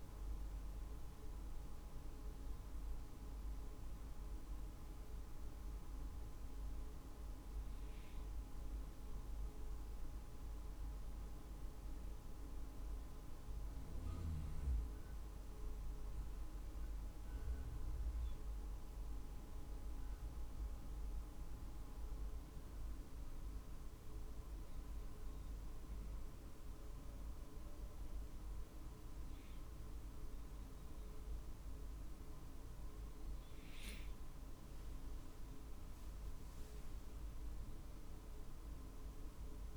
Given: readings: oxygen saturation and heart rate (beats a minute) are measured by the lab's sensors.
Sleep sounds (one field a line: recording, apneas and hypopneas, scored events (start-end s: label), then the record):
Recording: a person awake in a sleep study, hard to hear, by a room microphone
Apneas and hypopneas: none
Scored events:
none scored
From the record:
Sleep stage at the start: awake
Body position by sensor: on the right side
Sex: male